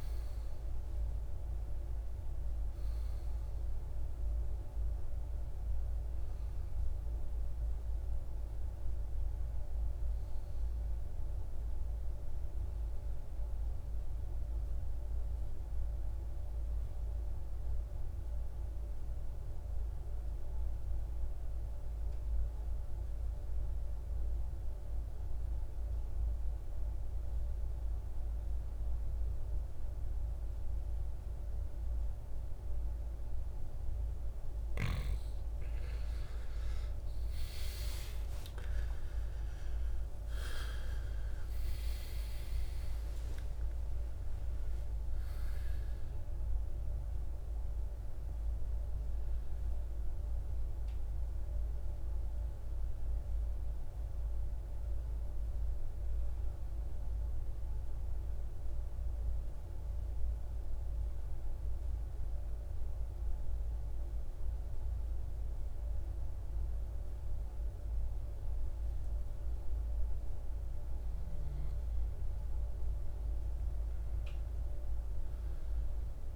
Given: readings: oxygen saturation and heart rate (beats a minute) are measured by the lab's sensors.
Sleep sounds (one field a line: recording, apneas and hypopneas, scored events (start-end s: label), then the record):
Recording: breathing in sleep, hard to hear, by a room microphone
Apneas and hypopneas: 2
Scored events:
16.50-35.00 s: obstructive apnea (oxygen 97% before, 86% lowest, heart rate 69 before, 61 extreme, up 13 after)
31.00-61.00 s: oxygen desaturation (device-marked, oxygen 98% before, 86% lowest, heart rate 62 before, 58 extreme)
36.50-42.00 s: arousal
59.50-72.00 s: mixed apnea (oxygen 97% before, 92% lowest, heart rate 71 before, 58 extreme, up 5 after)
74.00-76.36 s: arousal
From the record:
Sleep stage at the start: N2 (light sleep)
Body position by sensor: on the right side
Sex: male